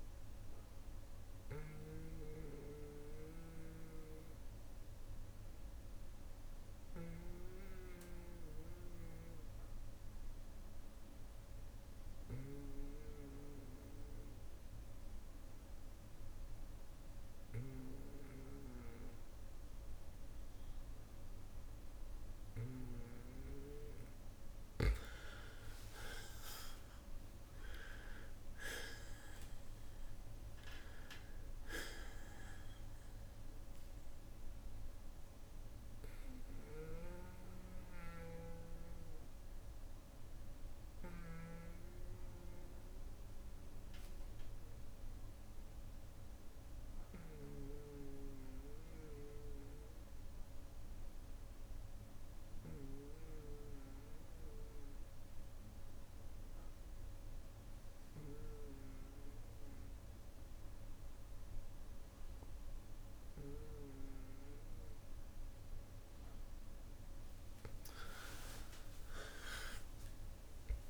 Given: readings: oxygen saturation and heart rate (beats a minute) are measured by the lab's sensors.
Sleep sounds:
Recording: breathing in sleep by a room microphone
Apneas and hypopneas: 2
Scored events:
0.00-23.50 s: bradycardia (device-marked, heart rate 55 extreme)
2.50-22.50 s: obstructive apnea (oxygen 99% before, 92% lowest, heart rate 60 before, 55 extreme, up 5 after)
21.50-51.50 s: oxygen desaturation (device-marked, oxygen 98% before, 92% lowest, heart rate 57 before, 55 extreme)
25.00-29.50 s: arousal
34.50-42.50 s: bradycardia (device-marked, heart rate 61 before, 56 extreme)
36.50-41.50 s: snoring (device-marked)
36.50-65.50 s: obstructive apnea (oxygen 98% before, 91% lowest, heart rate 60 before, 55 extreme, up 24 after)
46.00-48.00 s: long interval between heartbeats (device-marked, heart rate 60 before, 64 extreme)
49.50-64.50 s: bradycardia (device-marked, heart rate 61 before, 56 extreme)
66.50-70.90 s: oxygen desaturation (device-marked, oxygen 98% before, 91% lowest, heart rate 60 before, 55 extreme)
68.50-70.90 s: arousal
69.00-70.90 s: long interval between heartbeats (device-marked, heart rate 59 before, 77 extreme)
From the record:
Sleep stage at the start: N2 (light sleep)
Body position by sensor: on the back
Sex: male

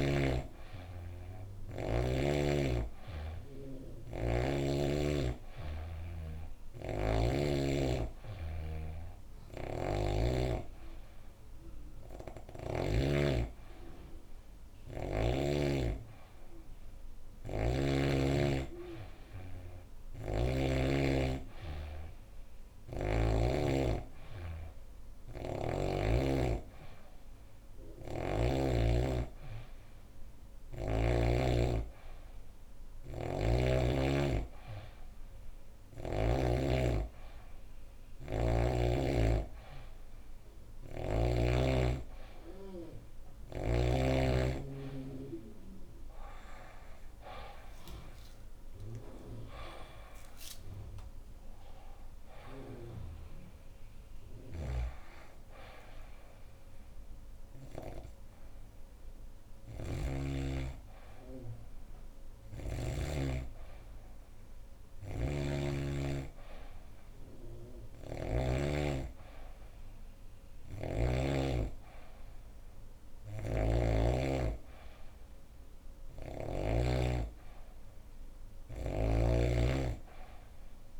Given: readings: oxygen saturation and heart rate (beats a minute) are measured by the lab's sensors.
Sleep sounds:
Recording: breathing in sleep by a room microphone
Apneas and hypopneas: none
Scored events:
0.00-2.00 s: arousal
0.00-9.00 s: oxygen desaturation (device-marked, oxygen 92% lowest, heart rate 89 extreme)
9.00-12.50 s: snoring (device-marked)
19.50-23.00 s: snoring (device-marked)
32.50-36.00 s: snoring (device-marked)
47.00-81.00 s: new sleep stage, N3 (deep sleep)
54.00-62.50 s: snoring (device-marked)
64.50-71.00 s: snoring (device-marked)
73.00-76.50 s: snoring (device-marked)
From the record:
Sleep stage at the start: N2 (light sleep)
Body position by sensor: on the back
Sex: female

